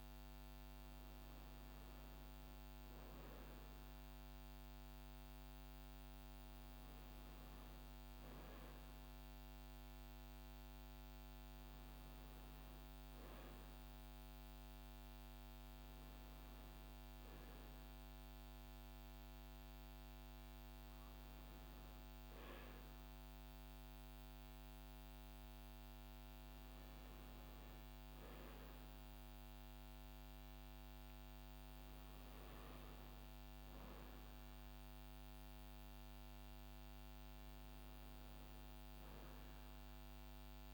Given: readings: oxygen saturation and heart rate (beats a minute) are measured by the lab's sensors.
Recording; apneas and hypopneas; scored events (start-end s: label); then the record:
a person awake in a sleep study, hard to hear, by a microphone on the trachea; none
none scored
From the record:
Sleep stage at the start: awake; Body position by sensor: on the right side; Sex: female